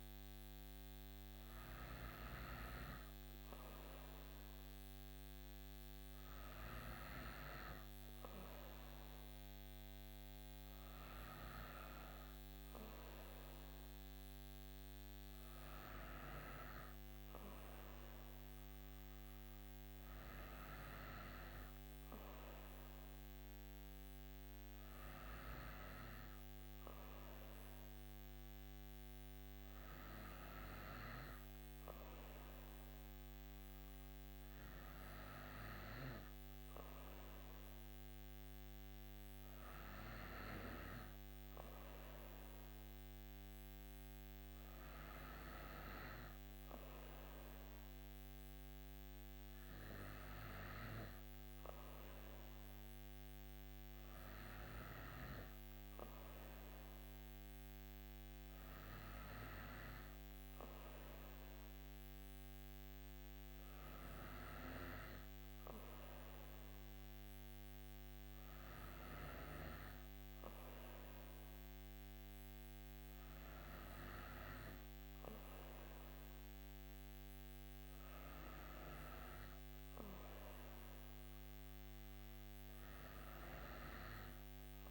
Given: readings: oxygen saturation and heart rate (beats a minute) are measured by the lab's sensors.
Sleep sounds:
breathing in sleep by a microphone on the trachea; none
none scored
From the record:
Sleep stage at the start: N2 (light sleep); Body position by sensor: on the right side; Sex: female

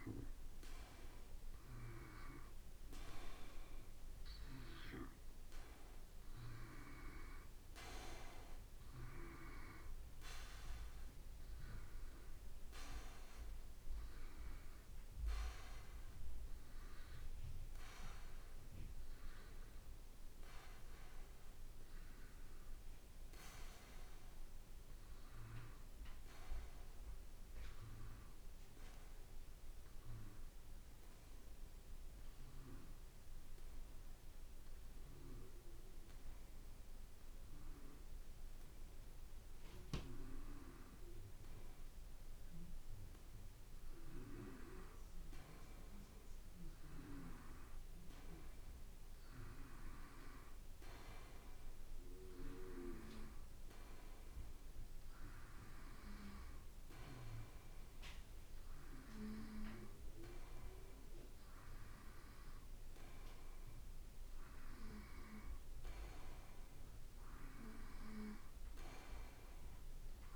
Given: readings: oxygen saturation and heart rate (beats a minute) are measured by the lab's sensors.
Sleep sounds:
breathing in sleep by a room microphone; 1
0.00-1.00 s: arousal
0.00-2.00 s: oxygen desaturation (device-marked, oxygen 92% lowest, heart rate 54 extreme)
29.50-45.00 s: hypopnea (oxygen 94% before, 92% lowest, heart rate 55 before, 53 extreme, up 5 after)
47.00-51.50 s: arousal
47.00-65.00 s: oxygen desaturation (device-marked, oxygen 95% before, 92% lowest, heart rate 54 before, 55 extreme)
From the record:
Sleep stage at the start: N2 (light sleep); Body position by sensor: on the back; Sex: male

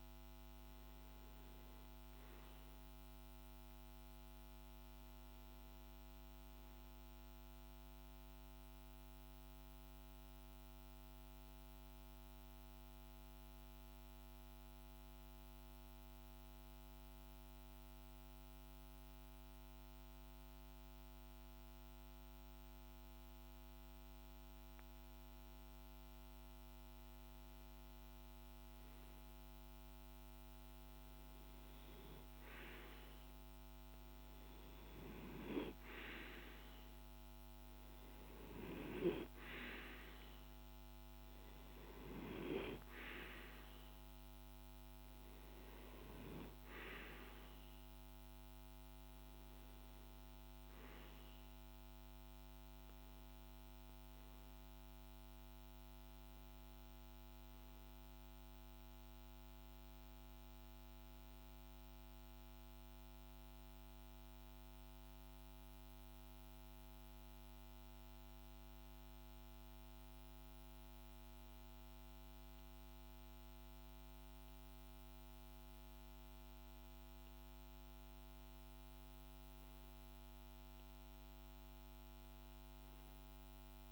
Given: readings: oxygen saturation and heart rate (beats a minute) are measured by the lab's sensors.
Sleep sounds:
breathing in sleep by a microphone on the trachea; 2
6.00-24.00 s: mixed apnea (oxygen 96% before, 92% lowest, heart rate 51 before, 50 extreme, up 0 after)
27.00-31.50 s: arousal
33.00-58.00 s: oxygen desaturation (device-marked, oxygen 97% before, 92% lowest, heart rate 51 before, 50 extreme)
59.50-76.50 s: hypopnea (oxygen 97% before, 93% lowest, heart rate 51 before, 52 extreme, up 2 after)
80.00-83.92 s: arousal
From the record:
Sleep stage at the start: REM sleep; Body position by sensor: on the back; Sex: male

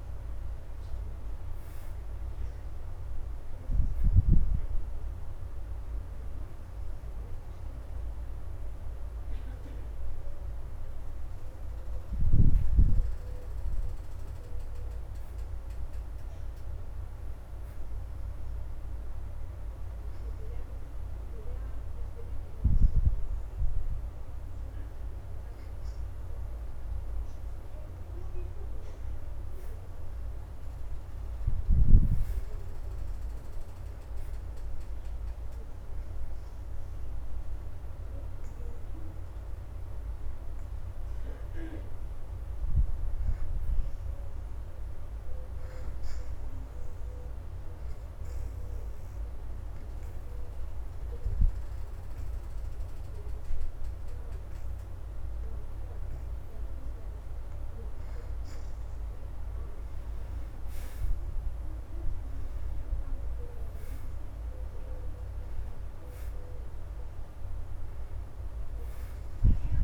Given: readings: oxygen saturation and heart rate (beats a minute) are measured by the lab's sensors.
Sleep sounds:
breathing in sleep, hard to hear, by a room microphone; 2
0.00-2.00 s: arousal
1.50-19.50 s: oxygen desaturation (device-marked, oxygen 79% before, 66% lowest, heart rate 80 before, 77 extreme)
19.50-30.00 s: hypopnea (oxygen 79% before, 64% lowest, heart rate 81 before, 78 extreme, up 4 after)
31.00-35.00 s: arousal
37.50-50.50 s: oxygen desaturation (device-marked, oxygen 82% before, 71% lowest, heart rate 79 before, 78 extreme)
48.50-58.50 s: obstructive apnea (oxygen 87% before, 64% lowest, heart rate 80 before, 76 extreme, up 8 after)
52.50-69.84 s: oxygen desaturation (device-marked, oxygen 82% before, 64% lowest, heart rate 80 before, 76 extreme)
60.00-65.00 s: arousal
From the record:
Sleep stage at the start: N2 (light sleep); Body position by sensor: on the back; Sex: female

